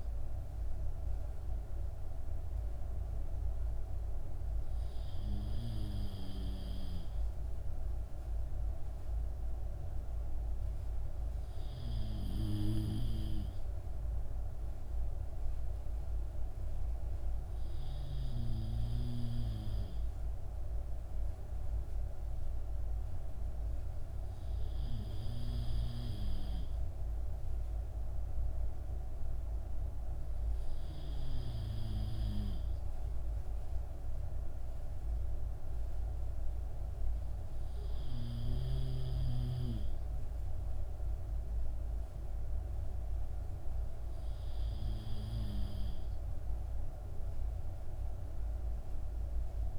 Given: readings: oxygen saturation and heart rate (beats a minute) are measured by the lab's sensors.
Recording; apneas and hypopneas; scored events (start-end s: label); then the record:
breathing in sleep by a room microphone; none
none scored
From the record:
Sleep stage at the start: N3 (deep sleep); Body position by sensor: on the back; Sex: male